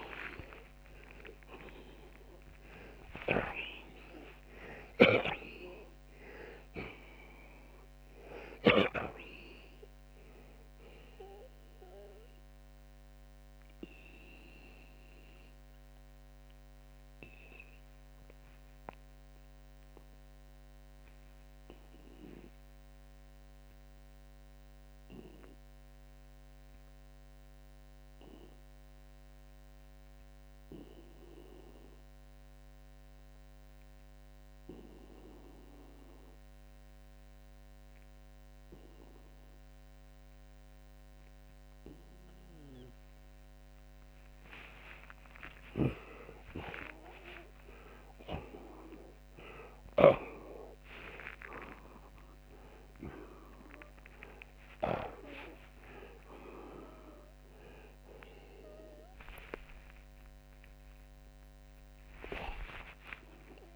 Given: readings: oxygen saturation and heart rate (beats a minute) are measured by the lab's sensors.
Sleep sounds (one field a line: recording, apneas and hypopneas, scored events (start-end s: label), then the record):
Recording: breathing in sleep by a microphone on the trachea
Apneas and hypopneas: 1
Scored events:
0.00-2.50 s: arousal
2.50-8.50 s: snoring (device-marked)
13.00-43.50 s: obstructive apnea (oxygen 92% before, 78% lowest, heart rate 95 before, 62 extreme, up 47 after)
26.50-45.50 s: oxygen desaturation (device-marked, oxygen 90% before, 81% lowest, heart rate 82 before, 65 extreme)
45.50-52.50 s: arousal
From the record:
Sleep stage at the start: N2 (light sleep)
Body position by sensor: on the left side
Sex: male